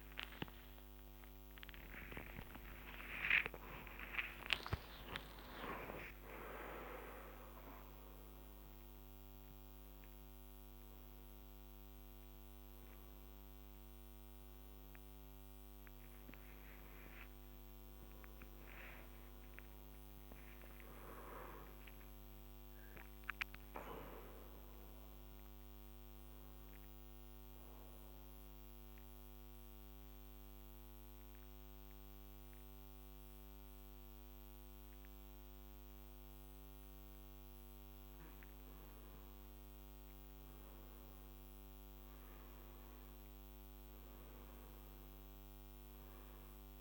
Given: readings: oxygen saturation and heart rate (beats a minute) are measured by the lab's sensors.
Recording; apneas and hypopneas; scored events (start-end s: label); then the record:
breathing in sleep by a microphone on the trachea; 1
0.00-2.00 s: arousal
0.00-7.00 s: oxygen desaturation (device-marked, oxygen 93% lowest, heart rate 57 extreme)
20.50-25.00 s: arousal
28.50-39.00 s: mixed apnea (oxygen 98% before, 95% lowest, heart rate 77 before, 46 extreme, up 8 after)
40.50-44.50 s: arousal
From the record:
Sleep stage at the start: N2 (light sleep); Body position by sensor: on the back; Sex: male